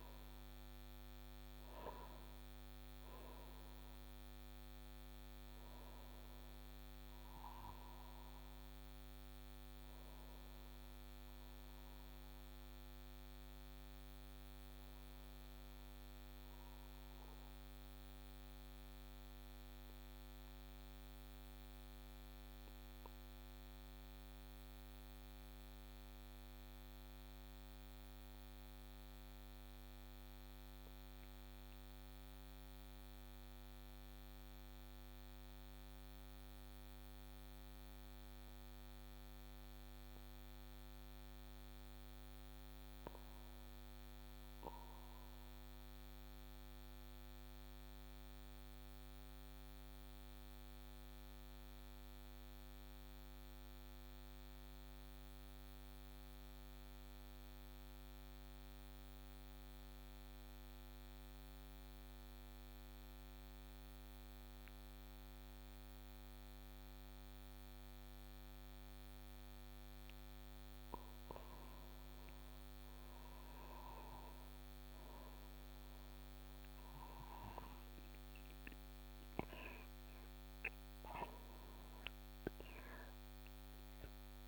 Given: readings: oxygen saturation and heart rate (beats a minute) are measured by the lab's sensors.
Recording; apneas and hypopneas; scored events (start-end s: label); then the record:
breathing in sleep, hard to hear, by a microphone on the trachea; 1
0.00-8.00 s: oxygen desaturation (device-marked, oxygen 91% lowest)
19.50-69.50 s: mixed apnea (oxygen 95% before, 91% lowest)
62.00-84.48 s: oxygen desaturation (device-marked, oxygen 96% before, 92% lowest)
75.00-84.48 s: new sleep stage, N1 (lightest sleep)
75.50-81.50 s: arousal
From the record:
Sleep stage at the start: N2 (light sleep); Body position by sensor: on the back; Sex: male